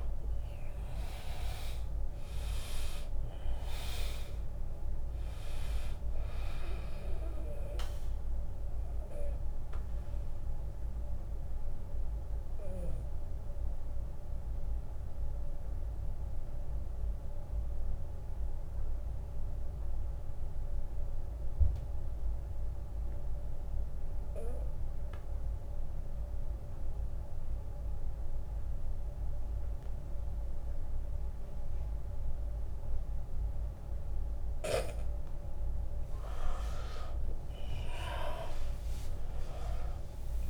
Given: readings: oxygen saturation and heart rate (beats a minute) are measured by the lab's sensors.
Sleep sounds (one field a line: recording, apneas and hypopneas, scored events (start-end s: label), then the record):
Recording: breathing in sleep by a room microphone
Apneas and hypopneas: 1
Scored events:
0.00-1.00 s: arousal
0.00-11.00 s: drop in pulse transit time (device-marked, heart rate 73 before, 73 extreme)
1.00-23.00 s: oxygen desaturation (device-marked, oxygen 100% before, 87% lowest, heart rate 73 before, 65 extreme)
9.00-35.50 s: mixed apnea (oxygen 100% before, 83% lowest, heart rate 75 before, 65 extreme, up 14 after)
37.00-40.50 s: arousal
37.00-40.50 s: oxygen desaturation (device-marked, oxygen 100% before, 83% lowest, heart rate 76 before, 70 extreme)
38.00-40.50 s: drop in pulse transit time (device-marked, heart rate 76 before, 70 extreme)
From the record:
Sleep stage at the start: N2 (light sleep)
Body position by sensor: on the back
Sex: male